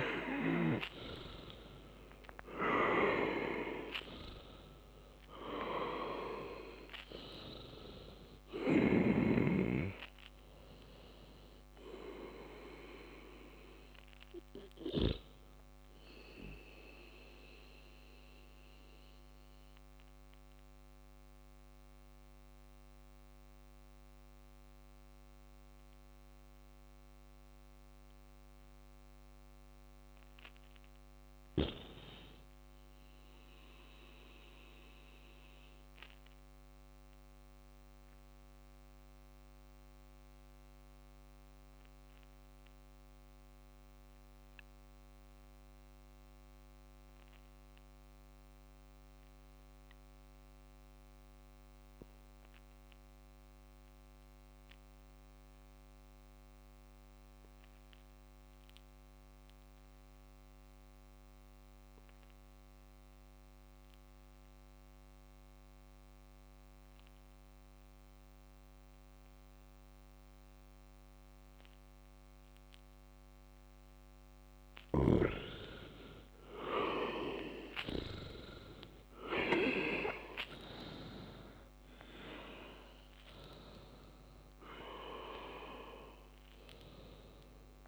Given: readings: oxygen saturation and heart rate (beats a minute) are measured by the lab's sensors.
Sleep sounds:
breathing in sleep by a microphone on the trachea; 1
0.00-3.00 s: arousal
0.00-27.00 s: oxygen desaturation (device-marked, oxygen 85% lowest, heart rate 66 extreme)
29.00-32.50 s: arousal
35.00-71.00 s: obstructive apnea (oxygen 100% before, 92% lowest, heart rate 79 before, 65 extreme, up 9 after)
59.00-87.87 s: oxygen desaturation (device-marked, oxygen 99% before, 92% lowest, heart rate 70 before, 65 extreme)
75.00-80.00 s: arousal
From the record:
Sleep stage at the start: REM sleep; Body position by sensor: on the back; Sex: male

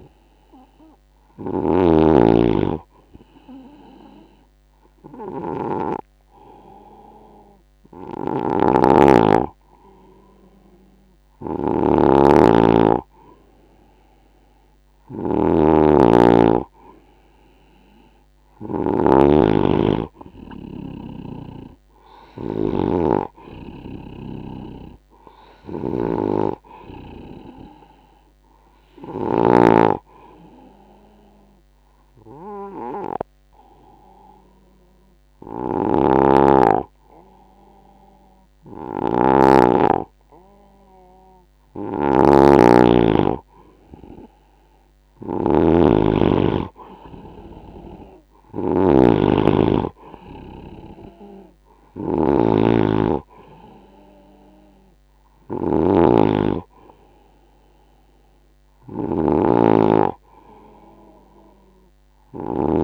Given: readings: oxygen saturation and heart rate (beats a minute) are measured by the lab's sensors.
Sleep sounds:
breathing in sleep by a microphone on the trachea; 1
0.00-62.84 s: snoring (device-marked)
31.50-42.50 s: hypopnea (oxygen 96% before, 93% lowest, heart rate 77 before, 74 extreme, up 7 after)
45.00-48.00 s: arousal
From the record:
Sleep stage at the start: N2 (light sleep); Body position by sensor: on the right side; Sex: male

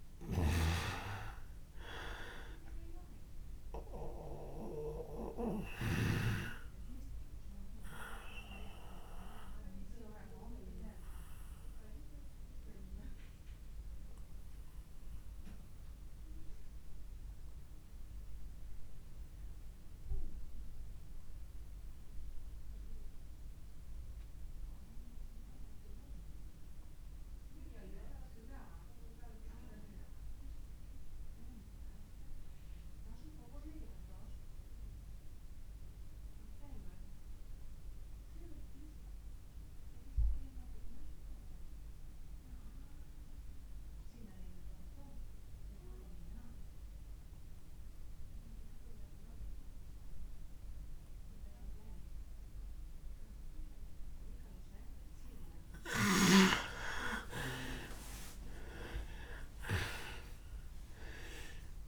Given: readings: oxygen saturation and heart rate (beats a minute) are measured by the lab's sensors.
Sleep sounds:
breathing in sleep by a room microphone; 1
0.00-5.50 s: snoring (device-marked)
0.00-27.00 s: oxygen desaturation (device-marked, oxygen 85% lowest)
3.50-56.00 s: obstructive apnea (oxygen 98% before, 81% lowest)
45.00-61.88 s: oxygen desaturation (device-marked, oxygen 98% before, 81% lowest)
58.50-61.88 s: arousal
From the record:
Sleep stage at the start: N2 (light sleep); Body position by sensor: on the back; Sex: male

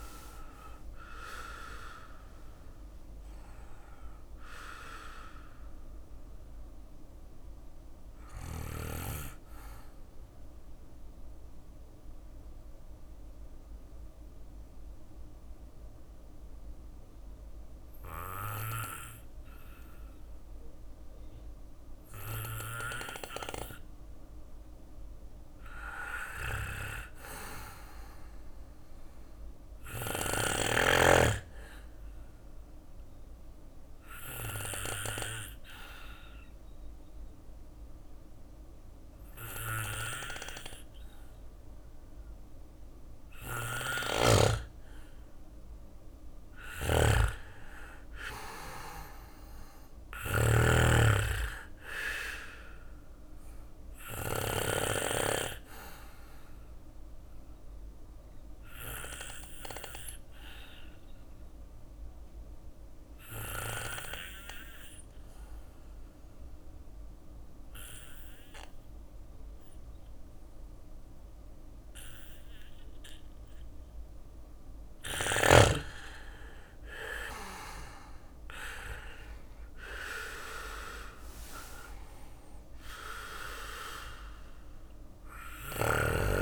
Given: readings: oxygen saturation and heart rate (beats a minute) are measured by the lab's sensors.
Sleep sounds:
breathing in sleep by a room microphone; 3
0.00-8.50 s: oxygen desaturation (device-marked, oxygen 93% lowest, heart rate 59 extreme)
0.00-10.50 s: drop in pulse transit time (device-marked, heart rate 59 extreme)
5.50-24.00 s: mixed apnea (oxygen 98% before, 92% lowest, heart rate 62 before, 59 extreme, up 3 after)
6.50-12.50 s: bradycardia (device-marked, heart rate 62 before, 59 extreme)
24.50-27.50 s: arousal
26.50-31.50 s: bradycardia (device-marked, heart rate 62 before, 59 extreme)
30.50-43.00 s: obstructive apnea (oxygen 100% before, 91% lowest, heart rate 61 before, 60 extreme, up 3 after)
42.50-53.50 s: snoring (device-marked)
47.50-51.00 s: arousal
56.50-72.50 s: obstructive apnea (oxygen 99% before, 91% lowest, heart rate 62 before, 57 extreme, up 5 after)
75.00-77.50 s: arousal
77.50-86.42 s: drop in pulse transit time (device-marked, heart rate 61 before, 59 extreme)
78.50-86.42 s: oxygen desaturation (device-marked, oxygen 98% before, 91% lowest, heart rate 61 before, 57 extreme)
84.50-86.42 s: bradycardia (device-marked, heart rate 62 before, 59 extreme)
From the record:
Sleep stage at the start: N2 (light sleep); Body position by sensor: on the back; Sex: male

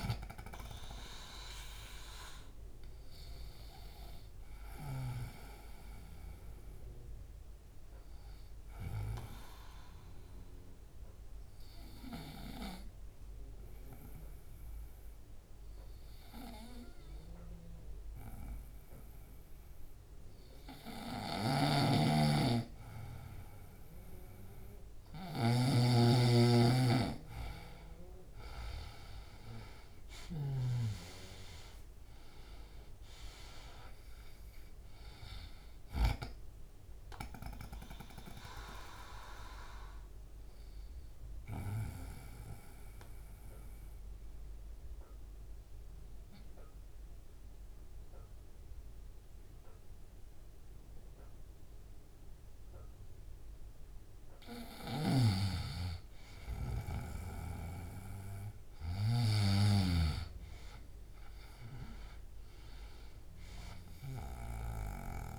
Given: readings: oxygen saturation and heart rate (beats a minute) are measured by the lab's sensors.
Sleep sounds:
breathing in sleep by a room microphone; 2
0.00-5.00 s: snoring (device-marked)
0.00-18.00 s: oxygen desaturation (device-marked, oxygen 98% before, 94% lowest, heart rate 165 before, 173 extreme)
8.50-22.50 s: obstructive apnea (oxygen 98% before, 91% lowest, heart rate 174 before, 173 extreme, up 11 after)
21.00-30.50 s: snoring (device-marked)
25.00-28.50 s: arousal
30.00-42.00 s: oxygen desaturation (device-marked, oxygen 98% before, 92% lowest, heart rate 194 before, 133 extreme)
38.00-53.50 s: obstructive apnea (oxygen 98% before, 91% lowest, heart rate 189 before, 106 extreme, up 17 after)
56.50-61.00 s: arousal
From the record:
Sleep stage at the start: N2 (light sleep); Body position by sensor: on the right side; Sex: male

